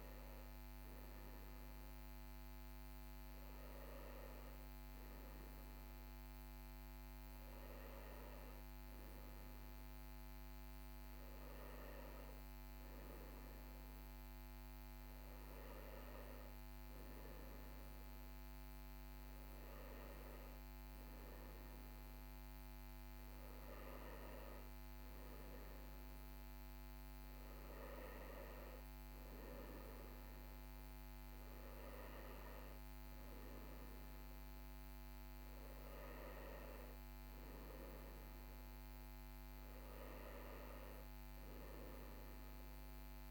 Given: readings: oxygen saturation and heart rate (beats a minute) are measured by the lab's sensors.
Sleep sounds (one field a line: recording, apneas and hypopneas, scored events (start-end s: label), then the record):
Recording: breathing in sleep, hard to hear, by a microphone on the trachea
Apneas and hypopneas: none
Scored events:
none scored
From the record:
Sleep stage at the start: N1 (lightest sleep)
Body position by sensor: on the right side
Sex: male